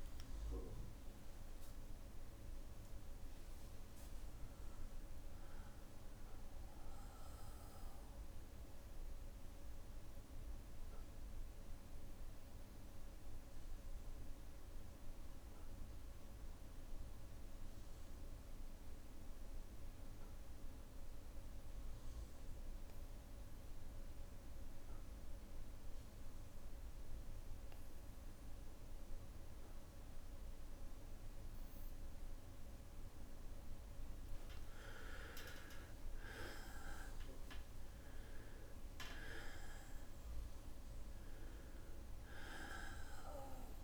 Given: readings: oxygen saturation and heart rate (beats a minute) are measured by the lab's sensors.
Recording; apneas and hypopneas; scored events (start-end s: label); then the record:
breathing in sleep by a room microphone; 1
0.00-2.00 s: long interval between heartbeats (device-marked, heart rate 62 before, 77 extreme)
0.00-8.00 s: oxygen desaturation (device-marked, oxygen 92% lowest, heart rate 58 extreme)
4.50-7.50 s: arousal
9.50-34.00 s: obstructive apnea (oxygen 98% before, 93% lowest, heart rate 67 before, 58 extreme, up 4 after)
11.00-26.00 s: bradycardia (device-marked, heart rate 58 before, 58 extreme)
32.00-43.84 s: oxygen desaturation (device-marked, oxygen 99% before, 93% lowest, heart rate 59 before, 57 extreme)
35.00-38.50 s: arousal
From the record:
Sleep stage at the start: N2 (light sleep); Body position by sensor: on the back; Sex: male